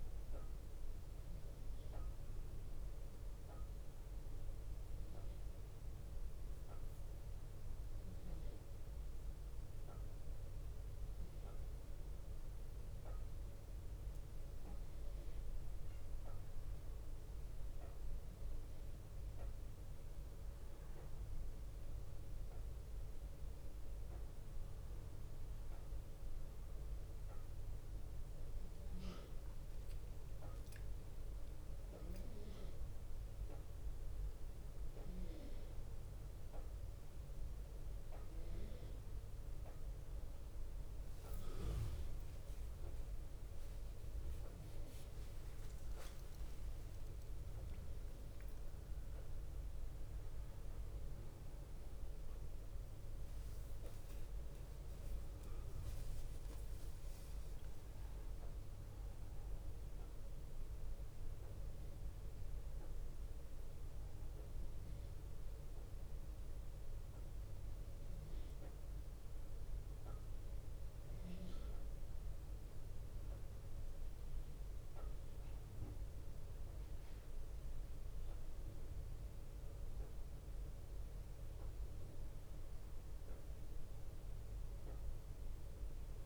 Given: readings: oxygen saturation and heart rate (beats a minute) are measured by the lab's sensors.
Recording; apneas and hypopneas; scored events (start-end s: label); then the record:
breathing in sleep, hard to hear, by a room microphone; 2
1.50-5.50 s: arousal
9.00-25.00 s: obstructive apnea (oxygen 94% before, 92% lowest)
42.00-46.50 s: arousal
64.50-79.00 s: hypopnea (oxygen 93% before, 93% lowest)
81.00-84.50 s: arousal
From the record:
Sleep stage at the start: N1 (lightest sleep); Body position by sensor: on the right side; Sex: male